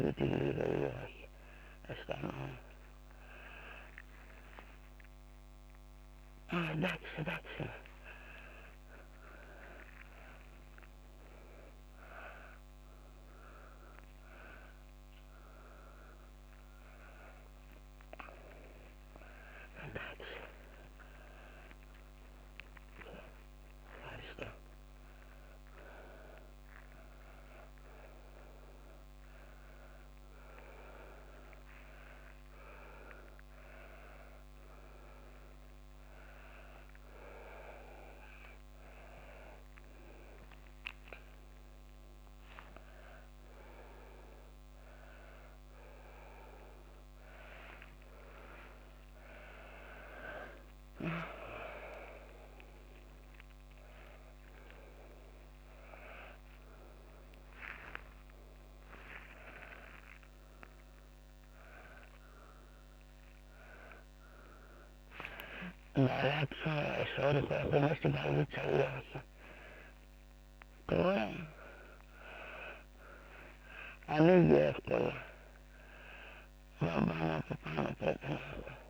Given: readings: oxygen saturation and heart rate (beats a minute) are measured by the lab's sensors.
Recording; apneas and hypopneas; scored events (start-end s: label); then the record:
a person awake in a sleep study, by a microphone on the trachea; none
none scored
From the record:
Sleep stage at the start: awake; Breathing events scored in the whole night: 360 in 4.1 hours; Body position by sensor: upright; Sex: female